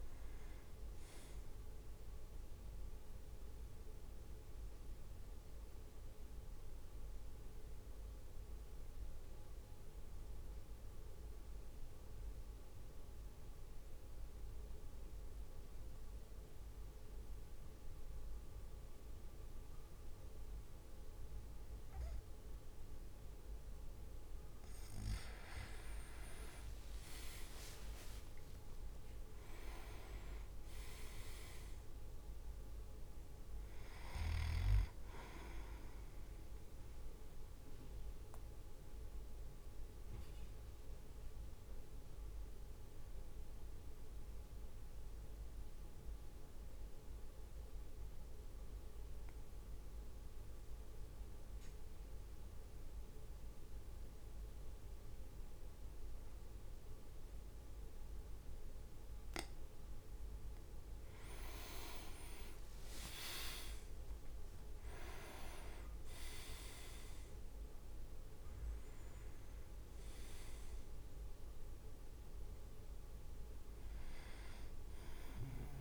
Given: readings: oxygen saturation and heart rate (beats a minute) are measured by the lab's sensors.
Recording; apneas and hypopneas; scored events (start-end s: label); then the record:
breathing in sleep by a room microphone; 2
0.00-2.50 s: oxygen desaturation (device-marked, oxygen 95% lowest, heart rate 49 extreme)
0.00-4.50 s: drop in pulse transit time (device-marked, heart rate 55 extreme)
3.50-25.00 s: mixed apnea (oxygen 100% before, 95% lowest, heart rate 63 before, 51 extreme, up 6 after)
26.50-29.50 s: leg movement (device-marked)
26.50-31.00 s: arousal
28.50-39.50 s: drop in pulse transit time (device-marked, heart rate 55 before, 51 extreme)
36.50-60.00 s: mixed apnea (oxygen 100% before, 96% lowest, heart rate 57 before, 52 extreme, up 9 after)
61.50-64.50 s: leg movement (device-marked)
61.50-66.00 s: arousal
62.50-75.81 s: drop in pulse transit time (device-marked, heart rate 54 before, 54 extreme)
From the record:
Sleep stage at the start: N2 (light sleep); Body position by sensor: on the back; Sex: male